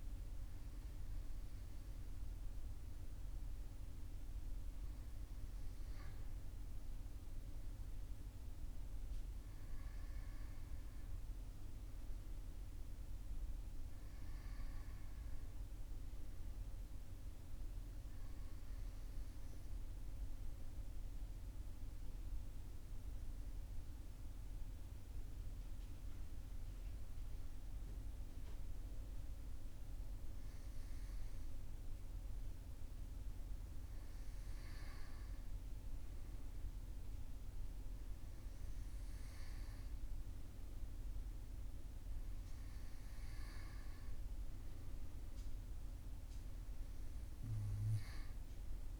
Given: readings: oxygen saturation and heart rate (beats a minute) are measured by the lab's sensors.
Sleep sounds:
breathing in sleep, hard to hear, by a room microphone; 1
8.00-13.00 s: arousal
19.50-32.00 s: obstructive apnea (oxygen 98% before, 95% lowest, heart rate 41 before, 41 extreme, up 0 after)
34.00-36.50 s: arousal
From the record:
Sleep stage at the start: N2 (light sleep); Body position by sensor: on the right side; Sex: male

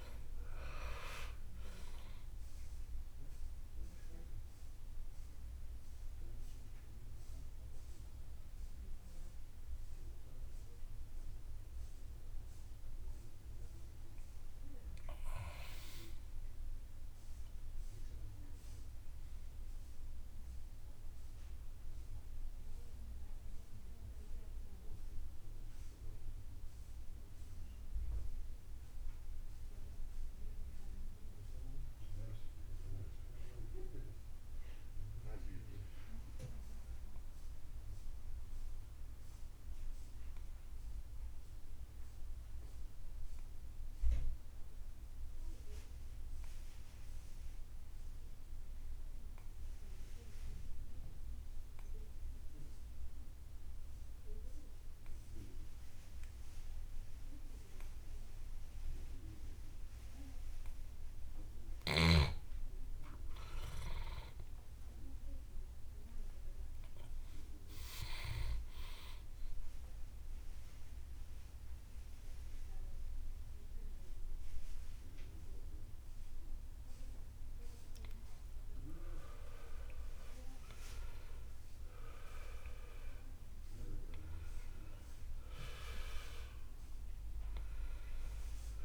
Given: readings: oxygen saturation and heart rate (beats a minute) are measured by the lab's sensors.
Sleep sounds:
breathing in sleep by a room microphone; 2
3.00-15.00 s: obstructive apnea (oxygen 97% before, 83% lowest, heart rate 62 before, 64 extreme, up 9 after)
6.50-42.50 s: oxygen desaturation (device-marked, oxygen 95% before, 83% lowest, heart rate 67 before, 55 extreme)
17.50-21.50 s: arousal
26.50-88.85 s: new sleep stage, N2 (light sleep)
30.00-61.50 s: obstructive apnea (oxygen 95% before, 78% lowest, heart rate 80 before, 55 extreme, up 14 after)
60.50-88.85 s: oxygen desaturation (device-marked, oxygen 96% before, 78% lowest, heart rate 64 before, 54 extreme)
63.50-68.50 s: arousal
From the record:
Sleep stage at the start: N1 (lightest sleep); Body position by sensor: on the back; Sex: male

